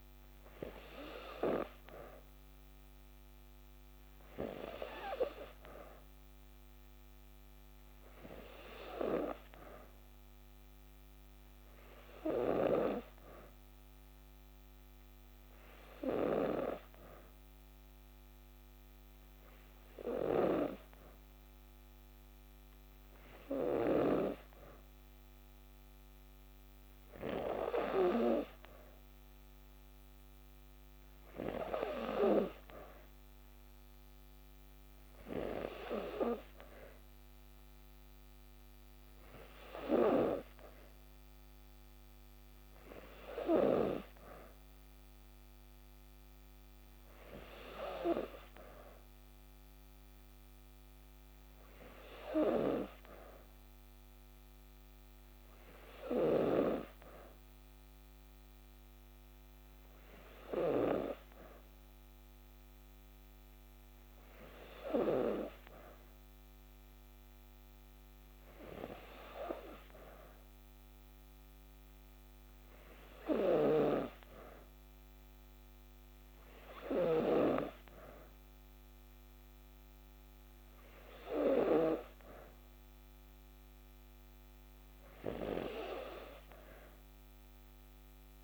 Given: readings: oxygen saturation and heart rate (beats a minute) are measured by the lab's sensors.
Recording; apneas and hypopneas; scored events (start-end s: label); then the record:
breathing in sleep by a microphone on the trachea; none
none scored
From the record:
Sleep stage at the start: N2 (light sleep); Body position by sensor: on the back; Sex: female